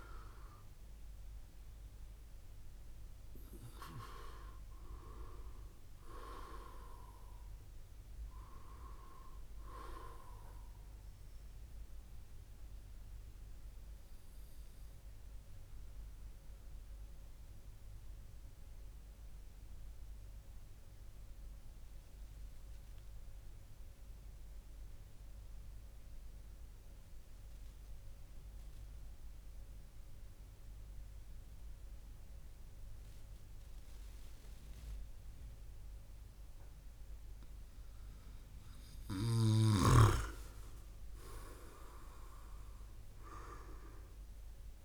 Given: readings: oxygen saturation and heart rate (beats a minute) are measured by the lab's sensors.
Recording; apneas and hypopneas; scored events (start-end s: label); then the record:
breathing in sleep by a room microphone; 1
13.00-39.50 s: mixed apnea (oxygen 98% before, 97% lowest, heart rate 73 before, 57 extreme, up 5 after)
41.00-44.85 s: arousal
From the record:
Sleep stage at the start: N2 (light sleep); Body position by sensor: on the right side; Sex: male